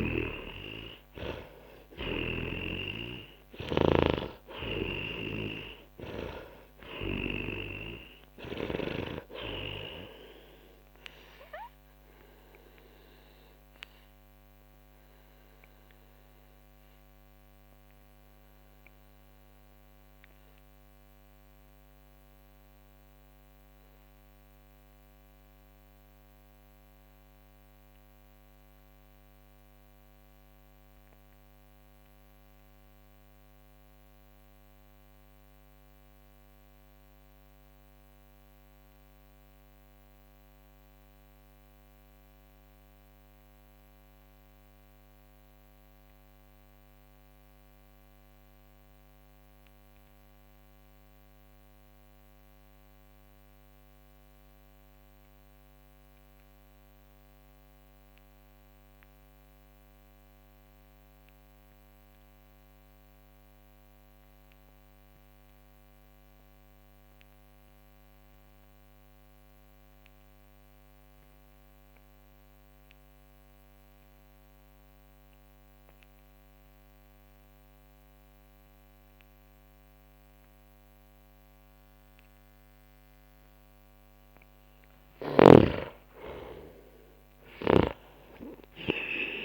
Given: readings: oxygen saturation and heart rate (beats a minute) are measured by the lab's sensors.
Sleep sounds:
breathing in sleep by a microphone on the trachea; 1
0.00-1.00 s: arousal
0.00-2.50 s: snoring (device-marked)
0.00-45.00 s: oxygen desaturation (device-marked, oxygen 82% lowest, heart rate 44 extreme)
12.00-85.00 s: obstructive apnea (oxygen 98% before, 76% lowest, heart rate 63 before, 44 extreme, up 15 after)
68.00-89.45 s: oxygen desaturation (device-marked, oxygen 98% before, 76% lowest, heart rate 49 before, 40 extreme)
86.00-89.45 s: arousal
87.50-89.45 s: snoring (device-marked)
From the record:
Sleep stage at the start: N2 (light sleep); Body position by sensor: on the back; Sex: male

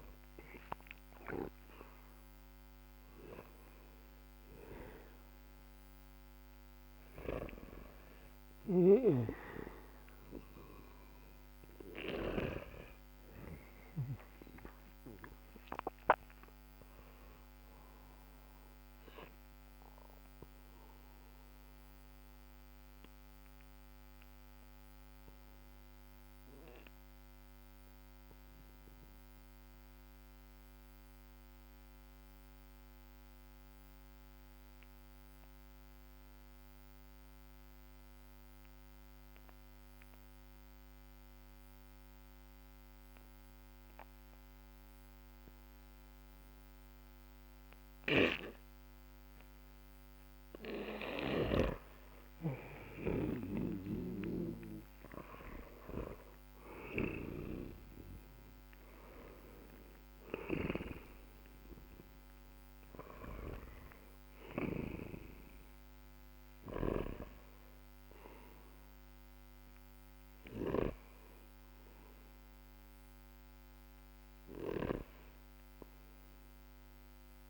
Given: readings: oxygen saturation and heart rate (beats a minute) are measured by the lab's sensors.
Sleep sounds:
breathing in sleep by a microphone on the trachea; 1
2.00-39.00 s: oxygen desaturation (device-marked, oxygen 99% before, 93% lowest, heart rate 59 before, 45 extreme)
8.00-14.00 s: snoring (device-marked)
19.00-52.00 s: mixed apnea (oxygen 99% before, 89% lowest, heart rate 58 before, 45 extreme, up 13 after)
50.00-77.50 s: oxygen desaturation (device-marked, oxygen 99% before, 89% lowest, heart rate 52 before, 48 extreme)
51.00-64.50 s: snoring (device-marked)
53.50-57.00 s: arousal
From the record:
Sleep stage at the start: N2 (light sleep); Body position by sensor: on the back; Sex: male

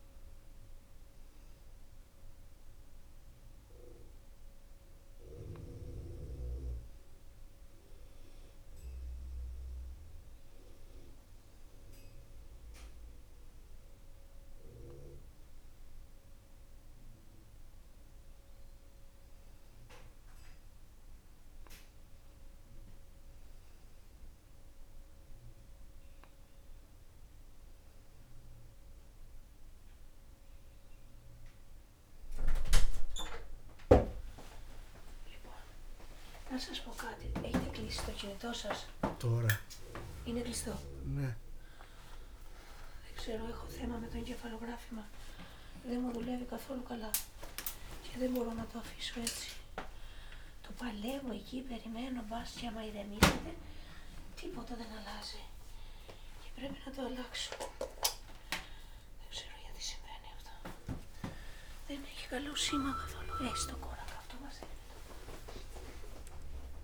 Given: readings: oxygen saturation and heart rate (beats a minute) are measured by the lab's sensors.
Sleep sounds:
a person awake in a sleep study, by a room microphone; none
none scored
From the record:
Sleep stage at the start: awake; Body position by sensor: on the back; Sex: male

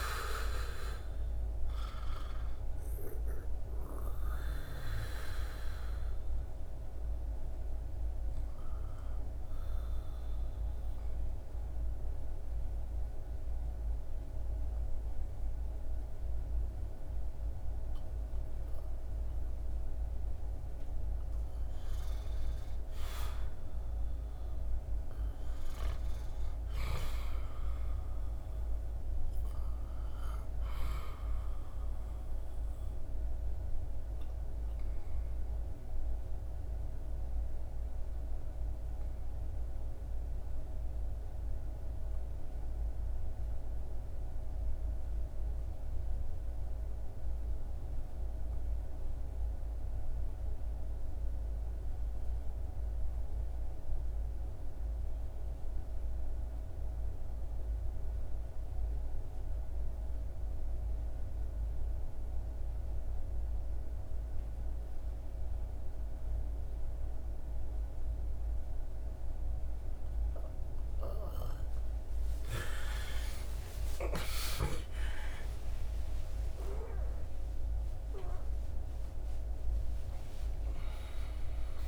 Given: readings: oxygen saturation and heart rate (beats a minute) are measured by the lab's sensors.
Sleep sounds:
breathing in sleep by a room microphone; 2
0.00-16.50 s: oxygen desaturation (device-marked, oxygen 65% lowest, heart rate 61 extreme)
3.00-19.50 s: obstructive apnea (oxygen 86% before, 65% lowest, heart rate 73 before, 79 extreme, up 7 after)
21.50-27.00 s: arousal
28.50-38.50 s: oxygen desaturation (device-marked, oxygen 100% before, 92% lowest, heart rate 84 before, 72 extreme)
31.50-70.00 s: obstructive apnea (oxygen 100% before, 69% lowest, heart rate 85 before, 70 extreme)
45.50-81.50 s: oxygen desaturation (device-marked, oxygen 98% before, 78% lowest, heart rate 83 before, 70 extreme)
72.00-76.50 s: arousal
76.50-81.88 s: new sleep stage, N2 (light sleep)
From the record:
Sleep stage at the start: REM sleep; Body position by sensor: on the back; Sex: male

